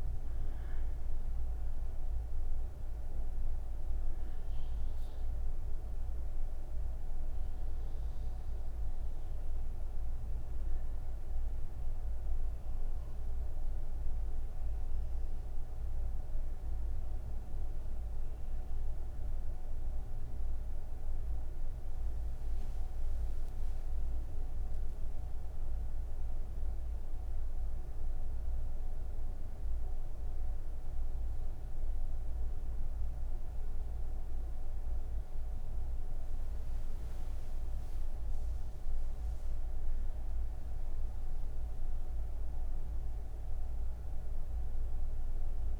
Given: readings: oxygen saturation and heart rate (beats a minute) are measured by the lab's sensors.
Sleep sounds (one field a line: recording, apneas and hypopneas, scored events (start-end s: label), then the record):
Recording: breathing in sleep, hard to hear, by a room microphone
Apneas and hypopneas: none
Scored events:
none scored
From the record:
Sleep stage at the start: N3 (deep sleep)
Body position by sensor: on the right side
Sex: female